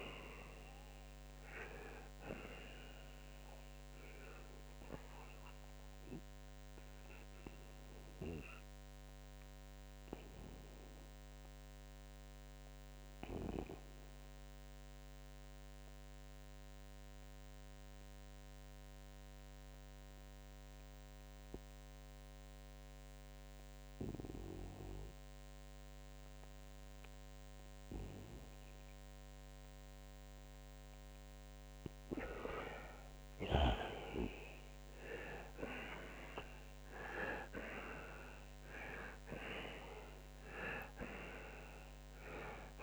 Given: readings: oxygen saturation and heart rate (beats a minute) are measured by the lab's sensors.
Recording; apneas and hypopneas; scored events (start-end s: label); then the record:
breathing in sleep by a microphone on the trachea; 1
0.00-2.00 s: arousal
8.00-30.00 s: obstructive apnea (oxygen 95% before, 85% lowest, heart rate 76 before, 64 extreme, up 17 after)
15.00-33.00 s: oxygen desaturation (device-marked, oxygen 94% before, 89% lowest, heart rate 75 before, 64 extreme)
35.00-39.00 s: arousal
From the record:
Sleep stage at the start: N2 (light sleep); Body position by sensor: on the right side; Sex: male